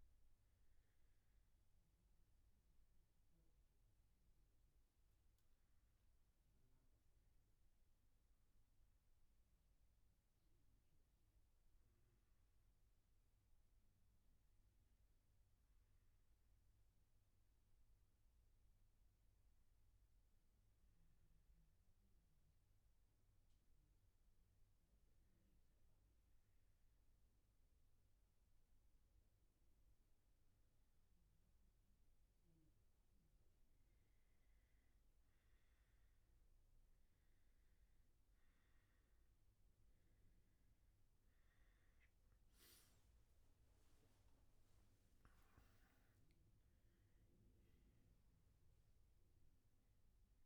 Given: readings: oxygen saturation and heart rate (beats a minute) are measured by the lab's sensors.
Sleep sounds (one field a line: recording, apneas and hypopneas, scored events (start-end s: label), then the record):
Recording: breathing in sleep, hard to hear, by a room microphone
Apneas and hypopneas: 1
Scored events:
5.50-22.50 s: oxygen desaturation (device-marked, oxygen 95% before, 91% lowest, heart rate 125 before, 123 extreme)
10.00-34.50 s: obstructive apnea (oxygen 95% before, 91% lowest, heart rate 124 before, 123 extreme, up 1 after)
47.50-50.46 s: oxygen desaturation (device-marked, oxygen 95% before, 91% lowest, heart rate 128 before, 123 extreme)
From the record:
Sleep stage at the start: N3 (deep sleep)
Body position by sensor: on the back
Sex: male